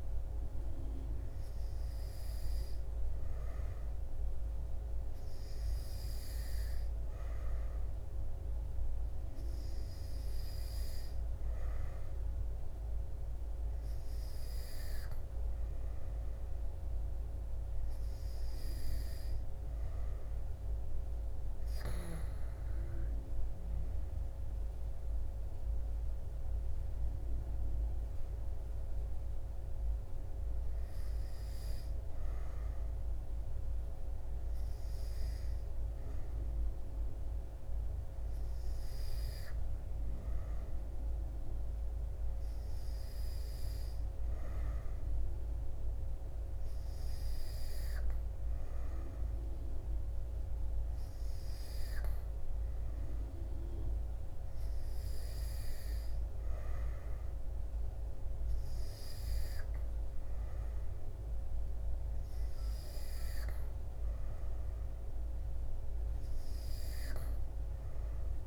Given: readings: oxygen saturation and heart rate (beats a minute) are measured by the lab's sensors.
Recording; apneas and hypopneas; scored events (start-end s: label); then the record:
breathing in sleep, hard to hear, by a room microphone; none
none scored
From the record:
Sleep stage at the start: N2 (light sleep); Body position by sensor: on the back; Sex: male